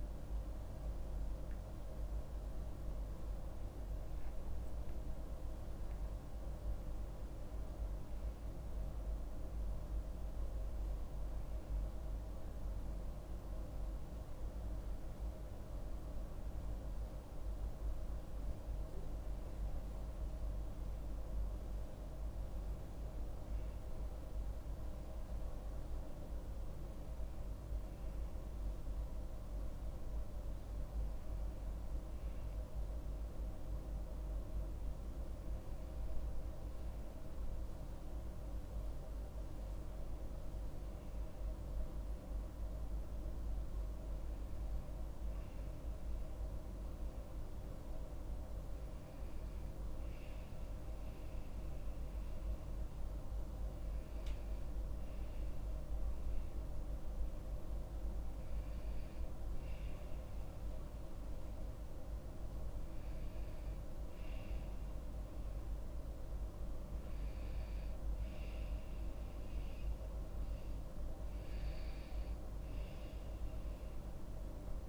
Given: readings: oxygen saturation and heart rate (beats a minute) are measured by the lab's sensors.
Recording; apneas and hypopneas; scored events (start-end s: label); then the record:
breathing in sleep, hard to hear, by a room microphone; none
none scored
From the record:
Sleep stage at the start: N1 (lightest sleep); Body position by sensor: on the back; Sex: female